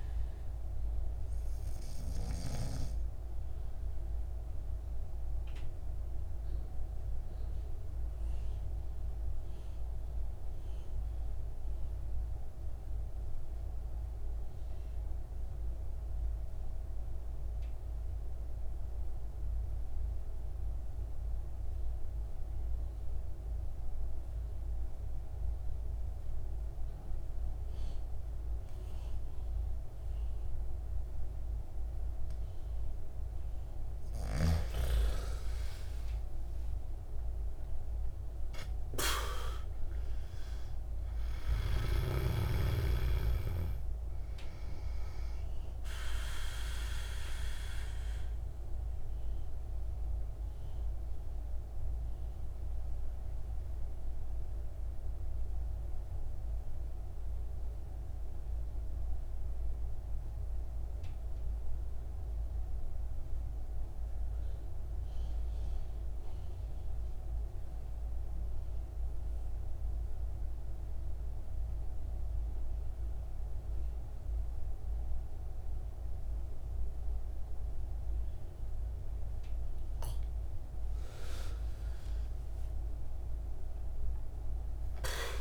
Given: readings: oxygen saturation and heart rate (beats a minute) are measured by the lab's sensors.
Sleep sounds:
breathing in sleep by a room microphone; 2
0.00-24.50 s: oxygen desaturation (device-marked, oxygen 84% lowest, heart rate 51 extreme)
1.50-33.00 s: mixed apnea (oxygen 100% before, 82% lowest, heart rate 59 before, 51 extreme, up 18 after)
32.50-69.50 s: oxygen desaturation (device-marked, oxygen 99% before, 82% lowest, heart rate 54 before, 52 extreme)
35.00-39.50 s: arousal
48.00-78.50 s: mixed apnea (oxygen 99% before, 81% lowest, heart rate 64 before, 51 extreme, up 16 after)
76.50-85.41 s: oxygen desaturation (device-marked, oxygen 99% before, 90% lowest, heart rate 54 before, 51 extreme)
81.00-84.50 s: arousal
From the record:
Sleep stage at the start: N2 (light sleep); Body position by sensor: on the back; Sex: male

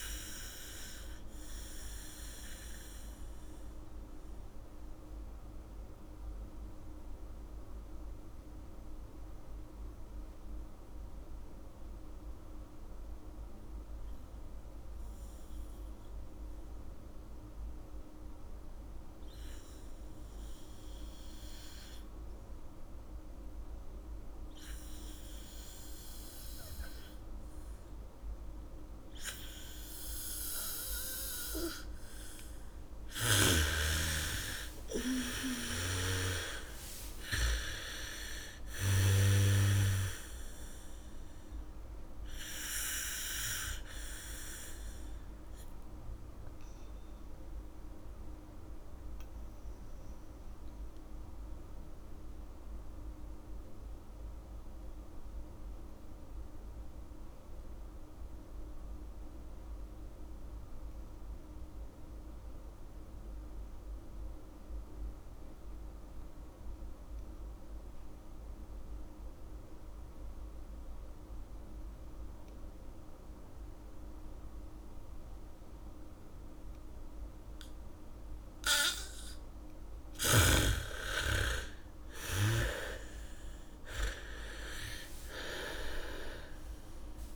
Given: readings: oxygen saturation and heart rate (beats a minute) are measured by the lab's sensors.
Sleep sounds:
breathing in sleep by a room microphone; 2
0.00-16.50 s: oxygen desaturation (device-marked, oxygen 77% lowest, heart rate 40 extreme)
1.50-32.50 s: mixed apnea (oxygen 99% before, 77% lowest, heart rate 57 before, 54 extreme, up 3 after)
25.50-29.50 s: bradycardia (device-marked, heart rate 69 before, 59 extreme)
30.50-32.50 s: bradycardia (device-marked, heart rate 69 before, 59 extreme)
30.50-57.50 s: oxygen desaturation (device-marked, oxygen 98% before, 79% lowest, heart rate 71 before, 54 extreme)
33.50-37.50 s: bradycardia (device-marked, heart rate 69 before, 55 extreme)
35.50-39.00 s: arousal
44.50-79.00 s: mixed apnea (oxygen 98% before, 73% lowest, heart rate 61 before, 38 extreme, up 0 after)
64.50-70.50 s: bradycardia (device-marked, heart rate 69 before, 57 extreme)
68.50-87.36 s: oxygen desaturation (device-marked, oxygen 98% before, 73% lowest, heart rate 74 before, 38 extreme)
74.50-86.50 s: bradycardia (device-marked, heart rate 69 before, 38 extreme)
82.00-87.00 s: arousal
From the record:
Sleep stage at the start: N2 (light sleep); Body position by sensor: on the back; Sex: female

